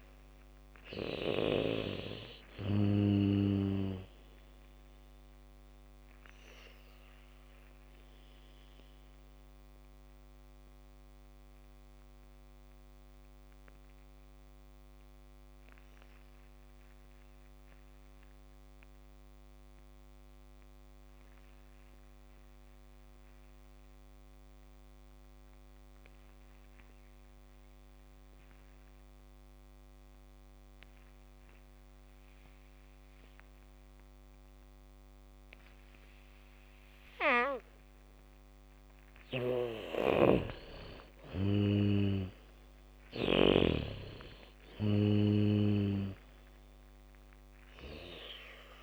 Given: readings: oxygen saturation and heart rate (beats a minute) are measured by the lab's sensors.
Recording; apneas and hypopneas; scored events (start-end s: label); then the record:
breathing in sleep by a microphone on the trachea; 1
0.00-1.00 s: arousal
0.00-2.50 s: bradycardia (device-marked, heart rate 45 extreme)
0.00-21.50 s: oxygen desaturation (device-marked, oxygen 80% lowest, heart rate 45 extreme)
9.00-40.50 s: mixed apnea (oxygen 98% before, 78% lowest, heart rate 61 before, 50 extreme, up 18 after)
30.50-41.50 s: bradycardia (device-marked, heart rate 70 before, 54 extreme)
31.50-48.83 s: oxygen desaturation (device-marked, oxygen 99% before, 78% lowest, heart rate 76 before, 50 extreme)
40.50-44.00 s: snoring (device-marked)
42.50-45.50 s: arousal
From the record:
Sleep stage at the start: N2 (light sleep); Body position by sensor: on the back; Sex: female